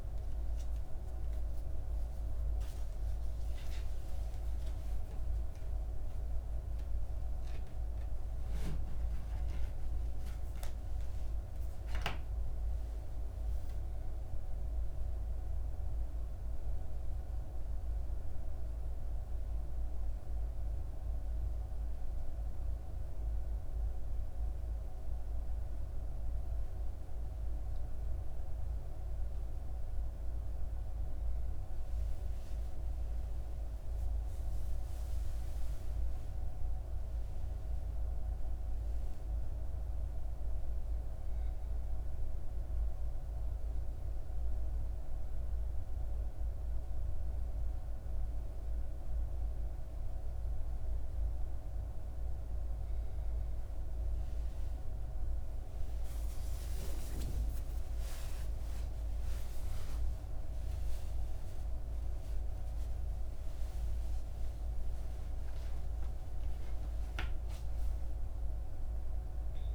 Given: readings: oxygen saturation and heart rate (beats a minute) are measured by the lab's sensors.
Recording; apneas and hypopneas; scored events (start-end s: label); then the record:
a person awake in a sleep study, hard to hear, by a room microphone; none
66.50-68.50 s: long interval between heartbeats (device-marked, heart rate 61 before, 71 extreme)
From the record:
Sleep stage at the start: awake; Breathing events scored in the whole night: 374 in 7.0 hours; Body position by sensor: on the back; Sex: female